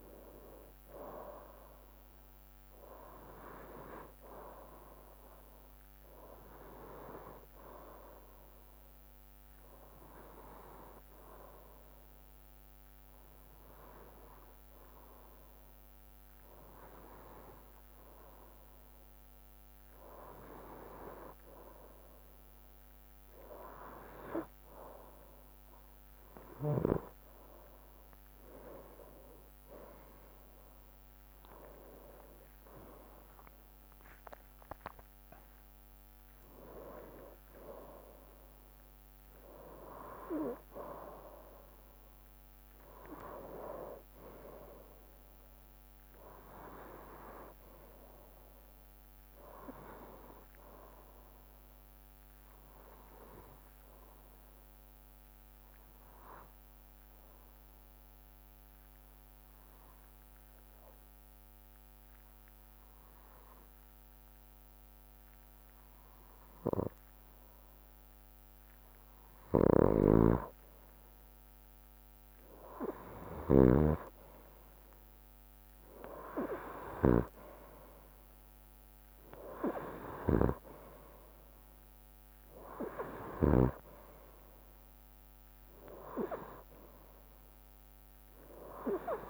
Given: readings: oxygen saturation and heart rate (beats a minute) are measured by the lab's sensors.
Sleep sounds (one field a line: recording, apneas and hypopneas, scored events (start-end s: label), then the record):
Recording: breathing in sleep by a microphone on the trachea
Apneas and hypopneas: 1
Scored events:
28.00-32.00 s: arousal
30.00-46.00 s: drop in pulse transit time (device-marked, heart rate 65 before, 65 extreme)
55.50-68.00 s: hypopnea (oxygen 97% before, 94% lowest, heart rate 67 before, 62 extreme, up 0 after)
69.00-77.00 s: snoring (device-marked)
71.00-75.00 s: arousal
From the record:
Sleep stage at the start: N2 (light sleep)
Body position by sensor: on the right side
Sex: male